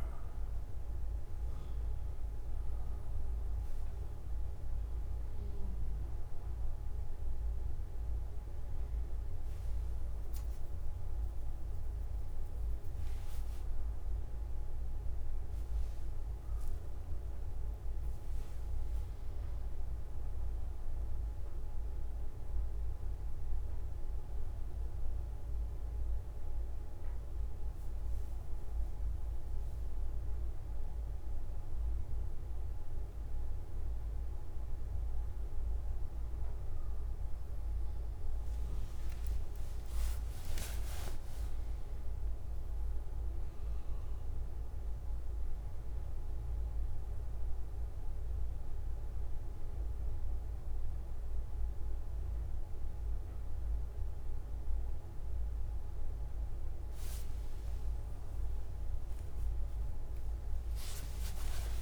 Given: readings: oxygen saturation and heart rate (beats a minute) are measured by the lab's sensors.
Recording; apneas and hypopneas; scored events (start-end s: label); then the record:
breathing in sleep, hard to hear, by a room microphone; none
0.00-9.50 s: oxygen desaturation (device-marked, oxygen 93% lowest)
From the record:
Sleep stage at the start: N2 (light sleep); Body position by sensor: on the back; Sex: male